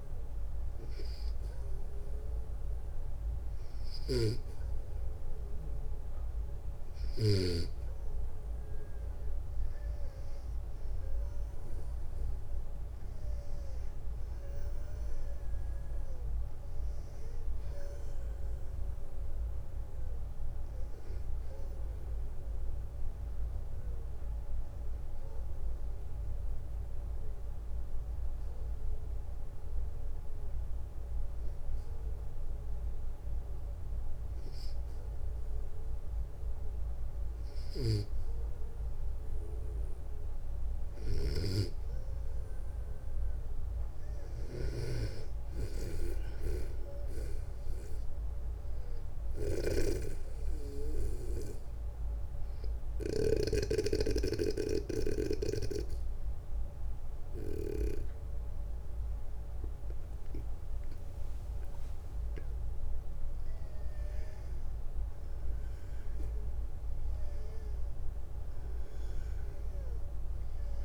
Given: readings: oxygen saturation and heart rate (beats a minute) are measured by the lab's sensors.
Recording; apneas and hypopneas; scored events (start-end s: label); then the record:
breathing in sleep by a room microphone; 2
3.00-7.00 s: snoring (device-marked)
8.00-12.00 s: arousal
10.50-24.50 s: oxygen desaturation (device-marked, oxygen 95% before, 92% lowest, heart rate 64 before, 61 extreme)
24.50-39.00 s: hypopnea (oxygen 95% before, 93% lowest, heart rate 66 before, 61 extreme, up 9 after)
36.50-52.50 s: snoring (device-marked)
42.00-46.50 s: arousal
43.50-55.50 s: oxygen desaturation (device-marked, oxygen 96% before, 93% lowest, heart rate 63 before, 62 extreme)
51.50-61.50 s: obstructive apnea (oxygen 96% before, 93% lowest, heart rate 66 before, 62 extreme, up 11 after)
63.50-67.50 s: arousal
From the record:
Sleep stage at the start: N2 (light sleep); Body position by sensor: on the back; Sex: male